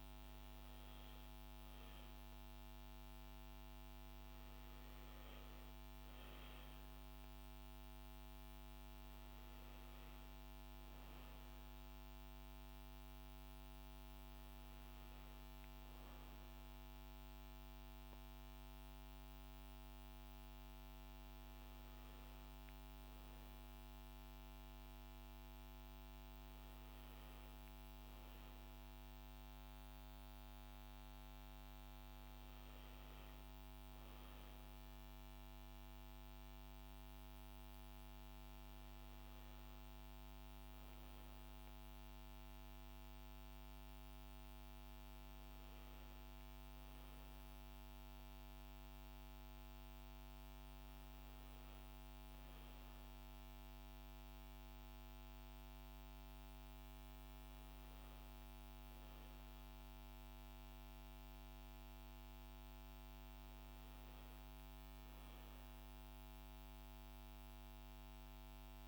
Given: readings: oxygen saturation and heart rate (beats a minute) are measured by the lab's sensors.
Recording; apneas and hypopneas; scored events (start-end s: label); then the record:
breathing in sleep, hard to hear, by a microphone on the trachea; none
none scored
From the record:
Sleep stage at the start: N1 (lightest sleep); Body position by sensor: on the back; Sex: female